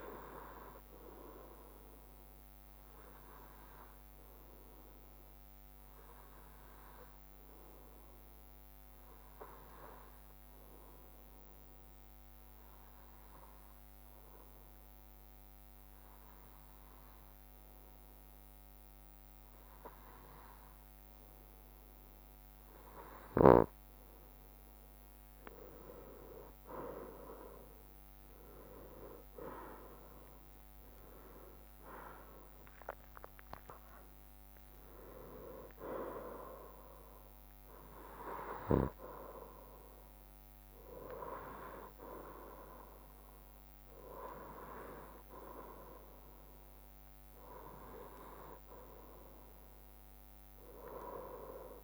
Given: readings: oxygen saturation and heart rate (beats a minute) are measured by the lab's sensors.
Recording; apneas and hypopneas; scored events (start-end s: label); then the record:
breathing in sleep by a microphone on the trachea; 1
0.00-1.00 s: arousal
6.50-21.00 s: hypopnea (oxygen 96% before, 93% lowest, heart rate 64 before, 61 extreme, up 2 after)
27.50-42.50 s: drop in pulse transit time (device-marked, heart rate 63 before, 64 extreme)
28.50-32.50 s: arousal
From the record:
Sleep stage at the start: N2 (light sleep); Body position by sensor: on the right side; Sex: male